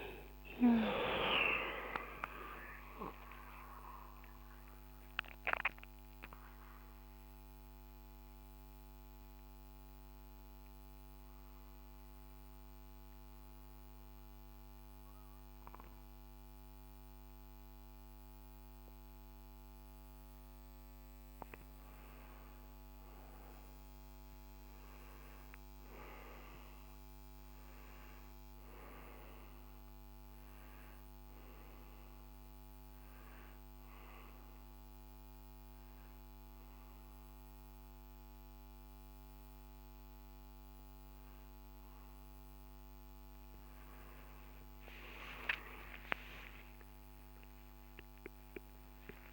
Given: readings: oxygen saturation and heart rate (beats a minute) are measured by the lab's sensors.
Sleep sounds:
breathing in sleep by a microphone on the trachea; 2
3.00-21.50 s: mixed apnea (oxygen 96% before, 88% lowest, heart rate 70 before, 50 extreme, up 14 after)
23.00-28.50 s: arousal
27.00-42.00 s: oxygen desaturation (device-marked, oxygen 99% before, 88% lowest, heart rate 62 before, 61 extreme)
32.50-43.50 s: hypopnea (oxygen 99% before, 88% lowest, heart rate 58 before, 59 extreme, up 21 after)
45.50-49.33 s: arousal
47.00-49.00 s: long interval between heartbeats (device-marked, heart rate 63 before, 79 extreme)
From the record:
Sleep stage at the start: N2 (light sleep); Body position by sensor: on the right side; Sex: male

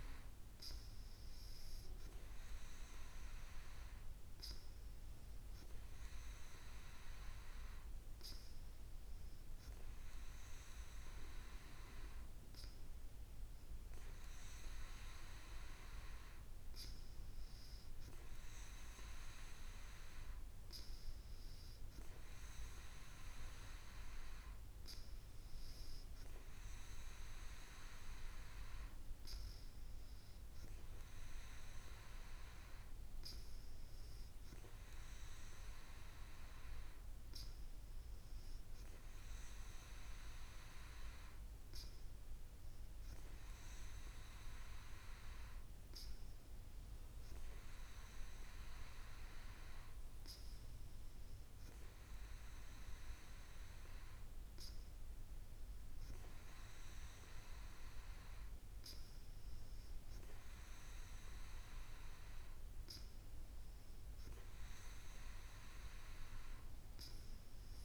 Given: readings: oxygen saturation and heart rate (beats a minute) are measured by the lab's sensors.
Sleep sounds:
breathing in sleep, hard to hear, by a room microphone; none
none scored
From the record:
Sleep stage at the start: N2 (light sleep); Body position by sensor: on the back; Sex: female

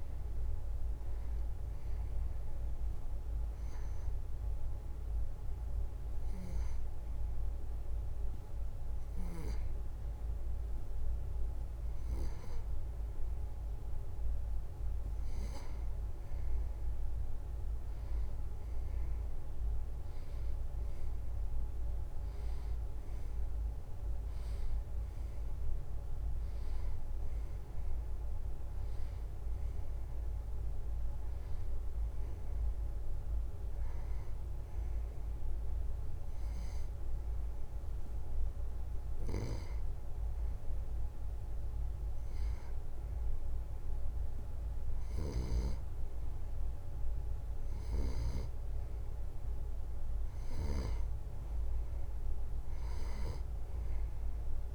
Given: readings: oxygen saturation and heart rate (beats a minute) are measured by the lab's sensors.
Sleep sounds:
breathing in sleep, hard to hear, by a room microphone; 2
4.00-15.50 s: hypopnea (oxygen 95% before, 92% lowest, heart rate 77 before, 73 extreme, up 0 after)
20.00-24.00 s: arousal
34.50-45.50 s: hypopnea (oxygen 94% before, 92% lowest, heart rate 76 before, 72 extreme, up 0 after)
39.00-48.50 s: snoring (device-marked)
48.00-51.50 s: arousal
From the record:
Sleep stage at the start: N2 (light sleep); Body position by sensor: on the right side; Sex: male

